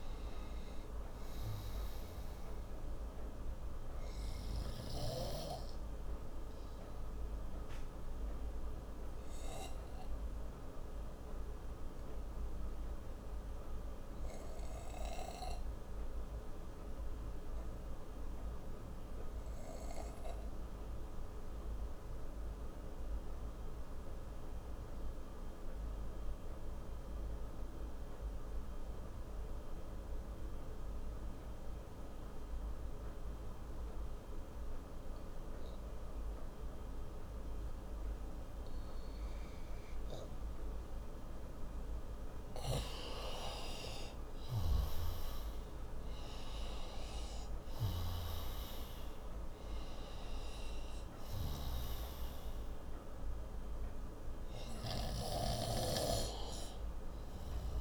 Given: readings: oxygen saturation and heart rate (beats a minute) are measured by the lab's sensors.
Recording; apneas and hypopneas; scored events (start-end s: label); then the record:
breathing in sleep by a room microphone; 1
0.00-23.50 s: oxygen desaturation (device-marked, oxygen 89% lowest)
7.00-40.00 s: obstructive apnea (oxygen 98% before, 87% lowest)
39.50-57.81 s: oxygen desaturation (device-marked, oxygen 97% before, 87% lowest)
41.50-46.00 s: arousal
From the record:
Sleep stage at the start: N2 (light sleep); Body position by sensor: on the right side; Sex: male